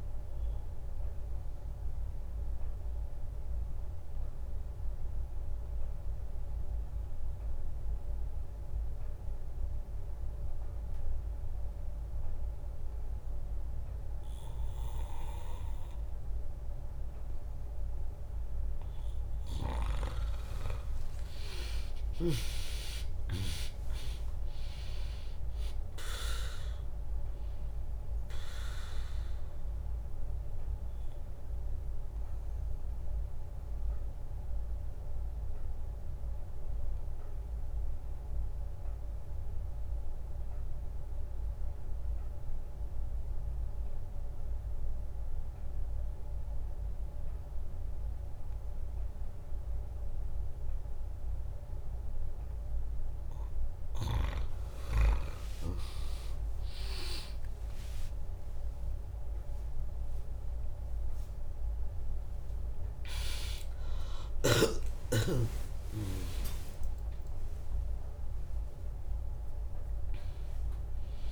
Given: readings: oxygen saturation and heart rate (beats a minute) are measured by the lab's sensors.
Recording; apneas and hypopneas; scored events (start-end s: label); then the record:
breathing in sleep by a room microphone; 2
0.00-2.50 s: drop in pulse transit time (device-marked, heart rate 64 extreme)
0.50-19.50 s: obstructive apnea (oxygen 100% before, 96% lowest, heart rate 69 before, 62 extreme, up 1 after)
21.00-25.50 s: arousal
23.50-38.50 s: drop in pulse transit time (device-marked, heart rate 74 before, 63 extreme)
30.00-53.00 s: obstructive apnea (oxygen 100% before, 96% lowest, heart rate 69 before, 58 extreme, up 6 after)
47.50-49.50 s: bradycardia (device-marked, heart rate 74 before, 64 extreme)
55.50-61.00 s: arousal
61.50-71.32 s: drop in pulse transit time (device-marked, heart rate 66 before, 68 extreme)
61.50-71.32 s: oxygen desaturation (device-marked, oxygen 100% before, 96% lowest, heart rate 66 before, 63 extreme)
From the record:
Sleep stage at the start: N2 (light sleep); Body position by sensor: on the back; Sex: female